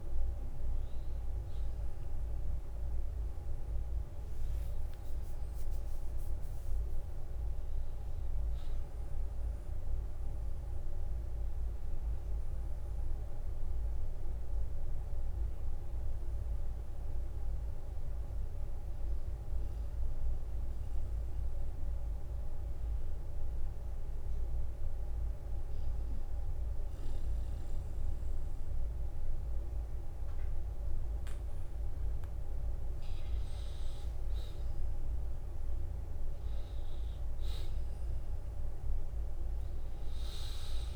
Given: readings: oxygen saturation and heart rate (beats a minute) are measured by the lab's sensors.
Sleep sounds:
breathing in sleep, hard to hear, by a room microphone; 1
0.00-17.00 s: oxygen desaturation (device-marked, oxygen 92% lowest, heart rate 49 extreme)
16.50-32.50 s: hypopnea (oxygen 96% before, 90% lowest, heart rate 60 before, 49 extreme, up 21 after)
24.50-26.50 s: long interval between heartbeats (device-marked, heart rate 59 before, 57 extreme)
37.00-40.96 s: arousal
39.00-40.96 s: oxygen desaturation (device-marked, oxygen 96% before, 91% lowest, heart rate 56 before, 49 extreme)
From the record:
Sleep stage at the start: N2 (light sleep); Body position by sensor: on the back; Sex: male

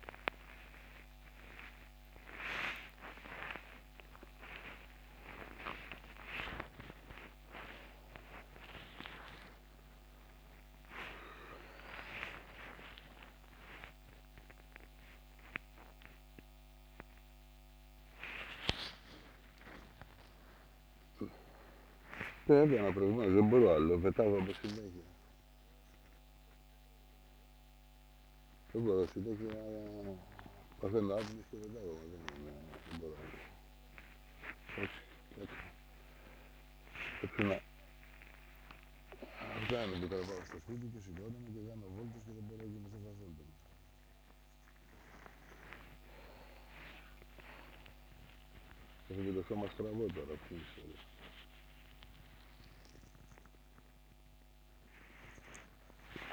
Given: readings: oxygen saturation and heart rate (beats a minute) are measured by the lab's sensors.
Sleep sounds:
a person awake in a sleep study, by a microphone on the trachea; none
none scored
From the record:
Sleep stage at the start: awake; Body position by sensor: upright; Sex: male

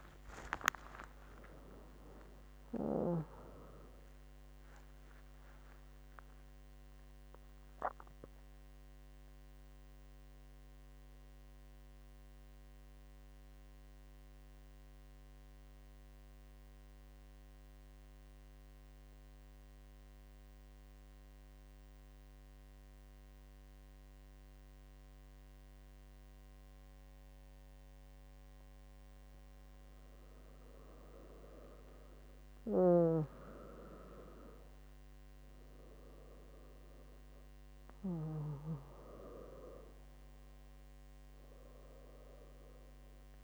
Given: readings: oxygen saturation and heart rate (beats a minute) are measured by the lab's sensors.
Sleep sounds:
breathing in sleep by a microphone on the trachea; 1
8.50-29.50 s: mixed apnea (oxygen 100% before, 93% lowest, heart rate 105 before, 68 extreme, up 9 after)
28.00-43.44 s: new sleep stage, N2 (light sleep)
29.00-43.44 s: oxygen desaturation (device-marked, oxygen 99% before, 93% lowest, heart rate 75 before, 68 extreme)
31.50-35.00 s: arousal
From the record:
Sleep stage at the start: N1 (lightest sleep); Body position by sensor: on the back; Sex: female

